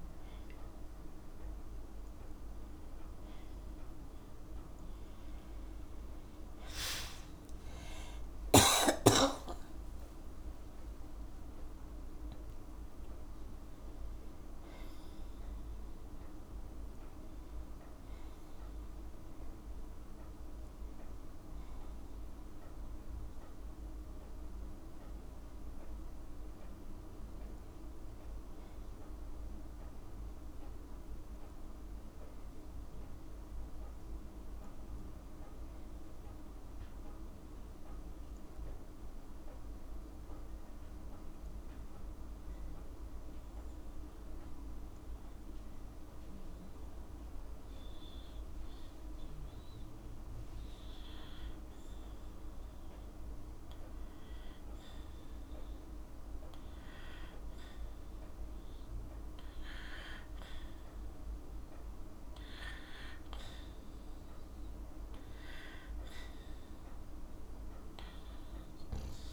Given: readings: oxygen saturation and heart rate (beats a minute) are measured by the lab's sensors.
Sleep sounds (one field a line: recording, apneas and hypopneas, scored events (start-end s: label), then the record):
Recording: a person partly awake in a sleep study, hard to hear, by a room microphone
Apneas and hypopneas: 1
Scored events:
0.00-5.00 s: oxygen desaturation (device-marked, oxygen 93% lowest, heart rate 60 extreme)
26.00-69.33 s: new sleep stage, N2 (light sleep)
45.00-62.00 s: hypopnea (oxygen 96% before, 93% lowest, heart rate 60 before, 59 extreme, up 2 after)
65.00-68.00 s: arousal
67.00-69.33 s: oxygen desaturation (device-marked, oxygen 97% before, 93% lowest, heart rate 60 before, 62 extreme)
From the record:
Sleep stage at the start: awake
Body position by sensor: on the right side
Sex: female